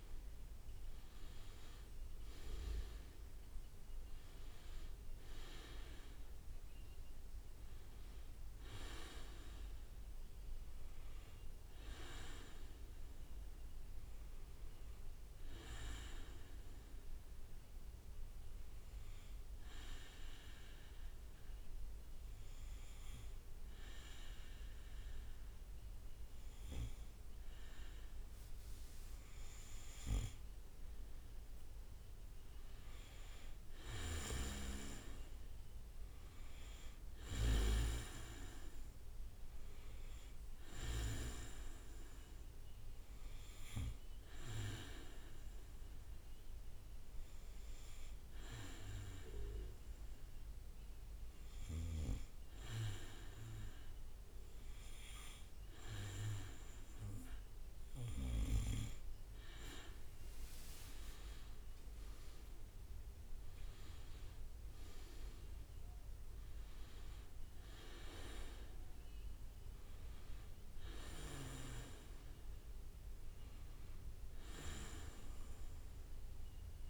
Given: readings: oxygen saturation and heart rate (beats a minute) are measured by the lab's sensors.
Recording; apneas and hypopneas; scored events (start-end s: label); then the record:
breathing in sleep by a room microphone; 2
0.00-1.00 s: leg movement (device-marked)
0.00-2.00 s: arousal
0.00-16.50 s: oxygen desaturation (device-marked, oxygen 94% lowest, heart rate 65 extreme)
2.00-4.00 s: leg movement (device-marked)
16.00-28.50 s: obstructive apnea (oxygen 99% before, 95% lowest, heart rate 69 before, 64 extreme, up 2 after)
29.00-33.50 s: arousal
29.50-30.50 s: leg movement (device-marked)
44.00-57.00 s: hypopnea (oxygen 99% before, 95% lowest, heart rate 67 before, 63 extreme, up 4 after)
59.00-63.50 s: arousal
60.00-66.50 s: leg movement (device-marked)
From the record:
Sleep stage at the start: N2 (light sleep); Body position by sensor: on the back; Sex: male